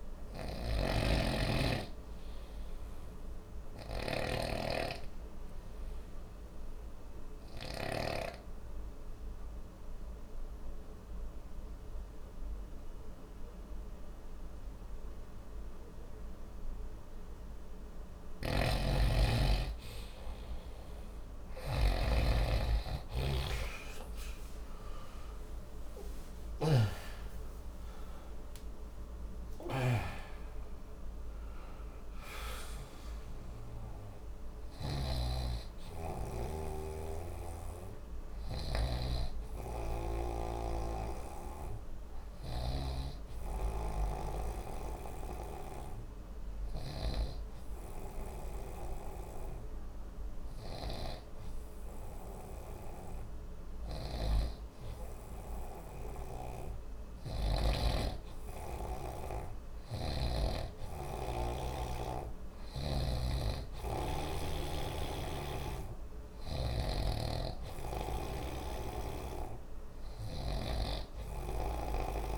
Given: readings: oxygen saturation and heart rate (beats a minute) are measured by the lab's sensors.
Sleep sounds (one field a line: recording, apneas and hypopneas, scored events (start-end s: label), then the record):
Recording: breathing in sleep by a room microphone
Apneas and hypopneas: 2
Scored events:
0.00-4.50 s: snoring (device-marked)
4.00-17.50 s: obstructive apnea (oxygen 94% before, 90% lowest)
18.00-22.00 s: snoring (device-marked)
23.00-36.00 s: oxygen desaturation (device-marked, oxygen 94% before, 91% lowest)
23.50-27.50 s: arousal
29.50-42.50 s: snoring (device-marked)
43.00-54.50 s: hypopnea (oxygen 94% before, 90% lowest)
56.50-60.00 s: arousal
59.50-63.00 s: snoring (device-marked)
70.00-72.38 s: snoring (device-marked)
From the record:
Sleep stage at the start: N2 (light sleep)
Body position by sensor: on the right side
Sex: male